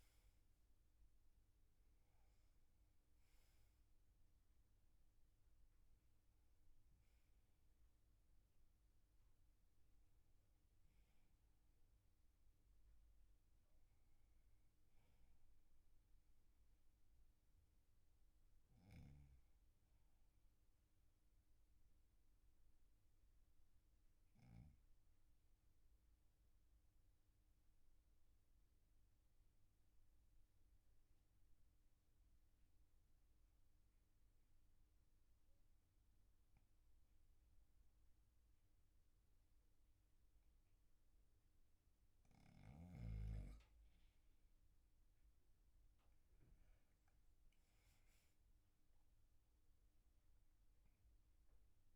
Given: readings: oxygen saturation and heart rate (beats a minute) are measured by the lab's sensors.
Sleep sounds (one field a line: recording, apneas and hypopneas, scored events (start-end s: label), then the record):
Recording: breathing in sleep, hard to hear, by a room microphone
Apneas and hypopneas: 1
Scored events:
20.00-33.00 s: oxygen desaturation (device-marked, oxygen 98% before, 94% lowest, heart rate 54 before, 39 extreme)
21.00-42.00 s: obstructive apnea (oxygen 99% before, 94% lowest, heart rate 51 before, 39 extreme, up 10 after)
45.50-50.50 s: arousal
From the record:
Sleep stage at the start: N2 (light sleep)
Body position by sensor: on the back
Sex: male